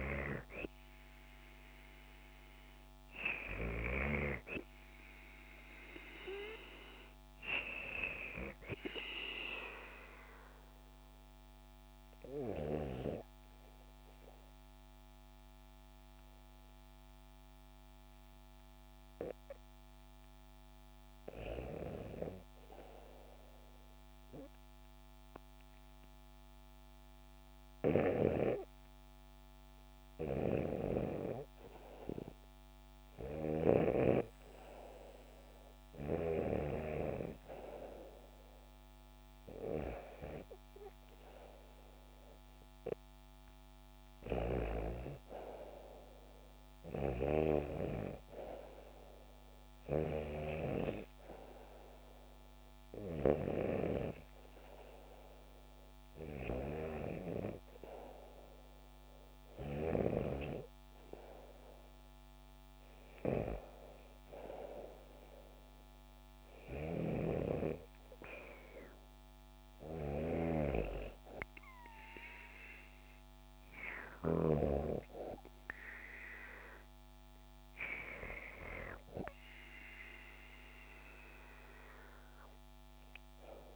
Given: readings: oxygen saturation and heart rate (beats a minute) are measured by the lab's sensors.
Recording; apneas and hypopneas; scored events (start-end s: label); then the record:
breathing in sleep by a microphone on the trachea; 1
13.50-30.50 s: hypopnea (oxygen 97% before, 94% lowest, heart rate 73 before, 69 extreme, up 1 after)
30.00-33.50 s: snoring (device-marked)
34.00-38.00 s: arousal
46.50-59.50 s: snoring (device-marked)
66.00-71.00 s: arousal
66.00-74.00 s: snoring (device-marked)
From the record:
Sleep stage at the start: REM sleep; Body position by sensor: on the back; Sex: female